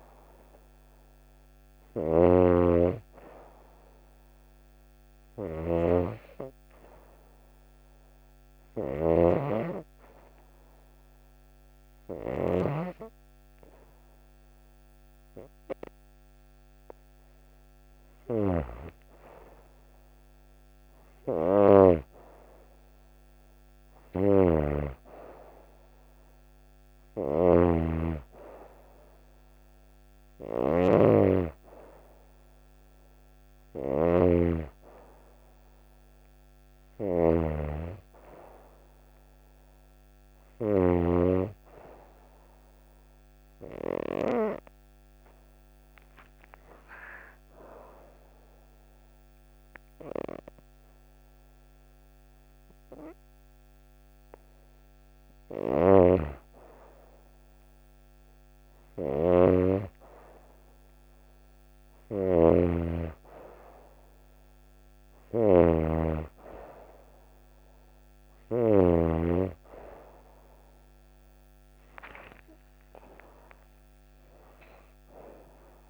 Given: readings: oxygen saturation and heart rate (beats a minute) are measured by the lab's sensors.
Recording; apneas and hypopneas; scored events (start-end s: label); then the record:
breathing in sleep by a microphone on the trachea; 2
0.00-9.00 s: snoring (device-marked)
0.00-18.50 s: oxygen desaturation (device-marked, oxygen 92% lowest)
5.00-18.50 s: hypopnea (oxygen 96% before, 92% lowest)
18.00-41.00 s: snoring (device-marked)
19.50-24.50 s: arousal
41.50-54.00 s: hypopnea (oxygen 95% before, 91% lowest)
55.50-69.00 s: snoring (device-marked)
56.00-59.50 s: arousal
From the record:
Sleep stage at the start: N2 (light sleep); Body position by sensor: on the right side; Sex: female